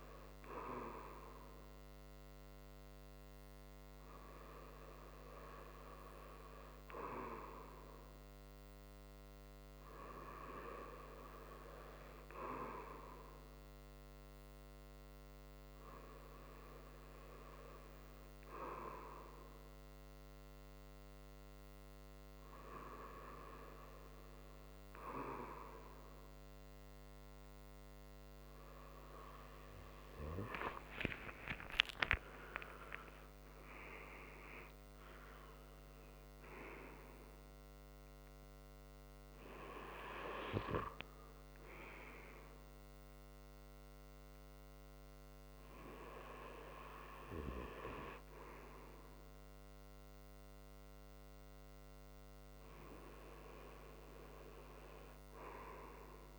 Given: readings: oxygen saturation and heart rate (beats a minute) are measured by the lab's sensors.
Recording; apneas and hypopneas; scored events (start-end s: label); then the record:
breathing in sleep by a microphone on the trachea; none
30.50-34.50 s: arousal
38.00-46.00 s: oxygen desaturation (device-marked, oxygen 96% before, 93% lowest)
From the record:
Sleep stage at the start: REM sleep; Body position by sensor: on the right side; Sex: male